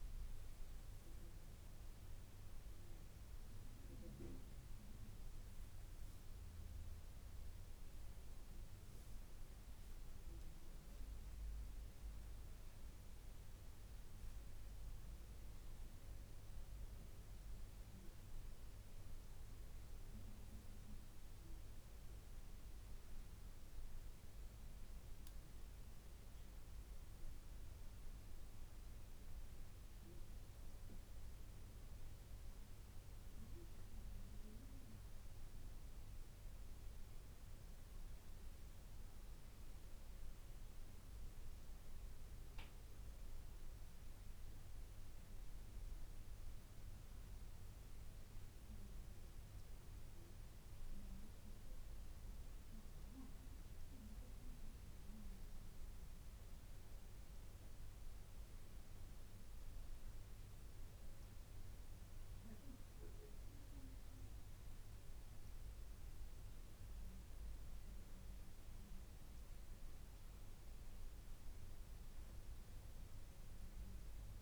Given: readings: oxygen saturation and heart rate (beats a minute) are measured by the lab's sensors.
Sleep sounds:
breathing in sleep, hard to hear, by a room microphone; none
0.00-6.50 s: oxygen desaturation (device-marked, oxygen 94% lowest, heart rate 71 extreme)
From the record:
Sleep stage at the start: N1 (lightest sleep); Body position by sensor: on the back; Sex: female

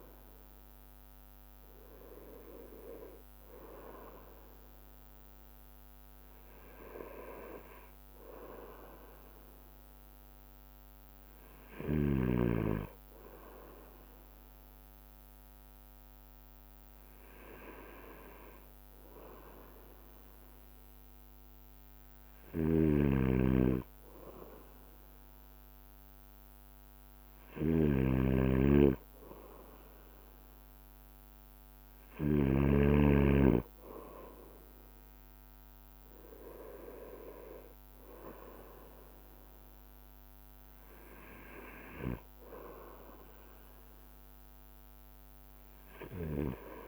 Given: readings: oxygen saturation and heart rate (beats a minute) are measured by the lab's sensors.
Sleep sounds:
breathing in sleep by a microphone on the trachea; none
0.00-17.00 s: bradycardia (device-marked, heart rate 25 extreme)
3.00-5.00 s: long interval between heartbeats (device-marked, heart rate 51 before, 48 extreme)
6.50-8.50 s: long interval between heartbeats (device-marked, heart rate 50 before, 55 extreme)
11.50-13.50 s: long interval between heartbeats (device-marked, heart rate 47 before, 43 extreme)
14.50-16.50 s: long interval between heartbeats (device-marked, heart rate 44 before, 37 extreme)
21.50-23.50 s: long interval between heartbeats (device-marked, heart rate 47 before, 60 extreme)
22.00-38.00 s: bradycardia (device-marked, heart rate 45 before, 41 extreme)
23.00-31.00 s: drop in pulse transit time (device-marked, heart rate 50 before, 41 extreme)
23.00-33.00 s: snoring (device-marked)
28.50-30.50 s: long interval between heartbeats (device-marked, heart rate 49 before, 43 extreme)
40.00-42.00 s: long interval between heartbeats (device-marked, heart rate 51 before, 58 extreme)
41.00-46.88 s: bradycardia (device-marked, heart rate 46 before, 28 extreme)
45.50-46.88 s: long interval between heartbeats (device-marked, heart rate 50 before, 43 extreme)
From the record:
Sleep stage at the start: N2 (light sleep); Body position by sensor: on the right side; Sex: male

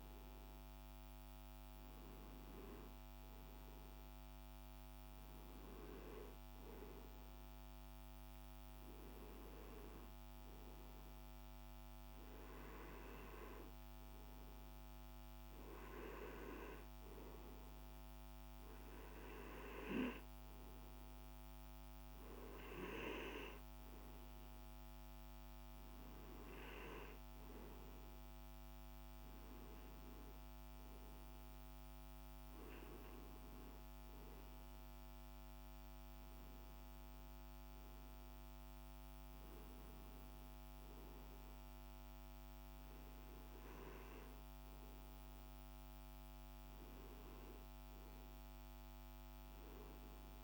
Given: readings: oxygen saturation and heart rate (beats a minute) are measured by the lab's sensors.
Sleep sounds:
breathing in sleep by a microphone on the trachea; none
8.00-50.44 s: new sleep stage, N2 (light sleep)
From the record:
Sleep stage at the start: N1 (lightest sleep); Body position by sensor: on the back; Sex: male

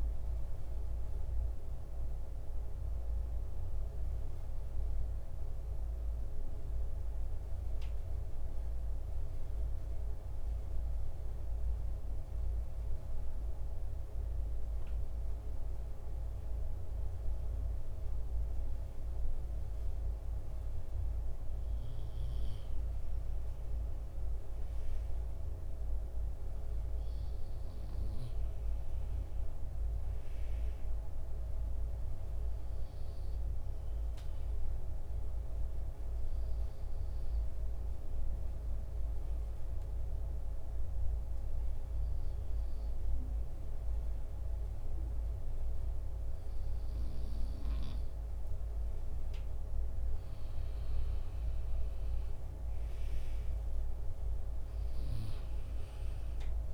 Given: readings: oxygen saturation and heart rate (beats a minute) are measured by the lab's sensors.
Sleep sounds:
breathing in sleep, hard to hear, by a room microphone; 2
0.00-11.50 s: oxygen desaturation (device-marked, oxygen 89% lowest, heart rate 69 extreme)
3.00-21.50 s: mixed apnea (oxygen 96% before, 86% lowest, heart rate 78 before, 69 extreme, up 1 after)
24.00-27.50 s: arousal
24.50-52.50 s: oxygen desaturation (device-marked, oxygen 93% before, 87% lowest, heart rate 72 before, 66 extreme)
34.00-48.50 s: obstructive apnea (oxygen 93% before, 86% lowest, heart rate 71 before, 66 extreme, up 10 after)
50.00-55.00 s: arousal
From the record:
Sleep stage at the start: N2 (light sleep); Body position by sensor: on the back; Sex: male

